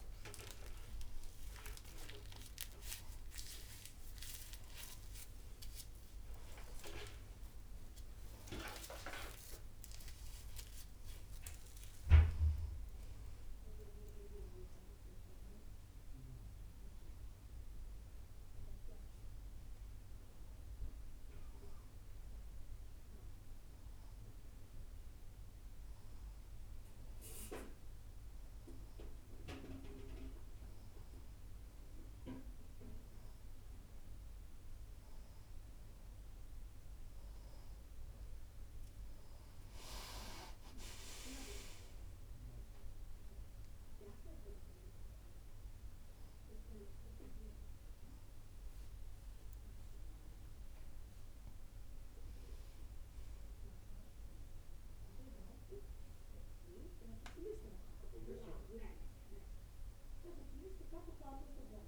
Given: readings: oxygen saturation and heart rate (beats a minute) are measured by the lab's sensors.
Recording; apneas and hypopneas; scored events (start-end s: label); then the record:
a person awake in a sleep study, by a room microphone; none
0.00-4.50 s: oxygen desaturation (device-marked, oxygen 92% lowest, heart rate 98 extreme)
0.00-16.50 s: tachycardia (device-marked, heart rate 130 extreme)
From the record:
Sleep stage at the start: awake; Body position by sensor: on the right side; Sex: female